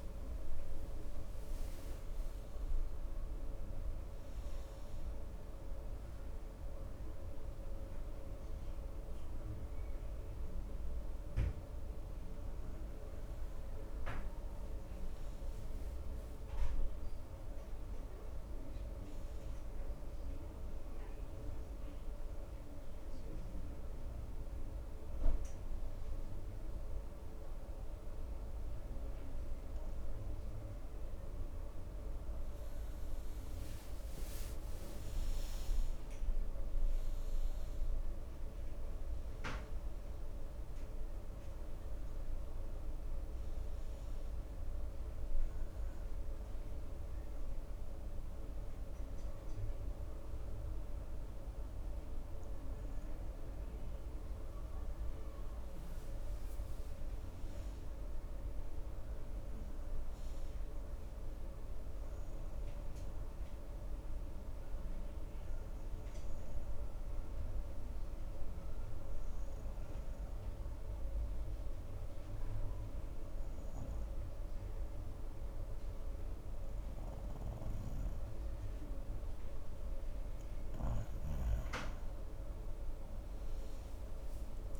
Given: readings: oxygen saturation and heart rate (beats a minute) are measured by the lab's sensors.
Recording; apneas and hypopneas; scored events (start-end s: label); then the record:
breathing in sleep, hard to hear, by a room microphone; 1
0.00-2.00 s: oxygen desaturation (device-marked, oxygen 91% lowest, heart rate 66 extreme)
22.00-34.50 s: hypopnea (oxygen 97% before, 93% lowest, heart rate 69 before, 66 extreme, up 7 after)
36.50-41.00 s: arousal
From the record:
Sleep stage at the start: N2 (light sleep); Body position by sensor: on the right side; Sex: male